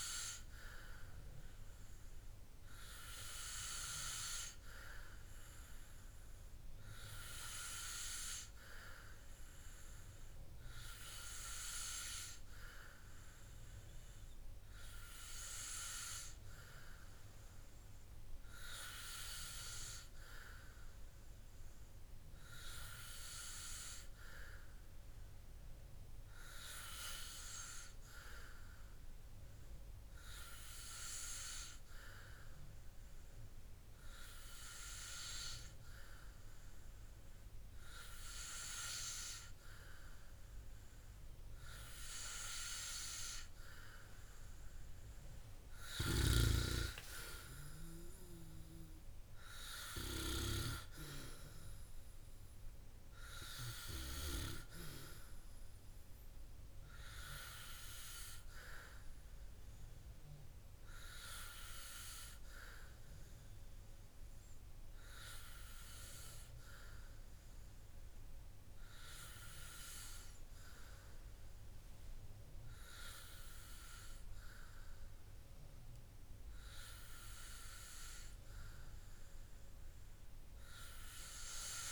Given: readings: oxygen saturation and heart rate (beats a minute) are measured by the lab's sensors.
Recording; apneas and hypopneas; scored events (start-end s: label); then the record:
breathing in sleep by a room microphone; none
none scored
From the record:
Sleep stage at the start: N2 (light sleep); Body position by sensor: on the back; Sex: male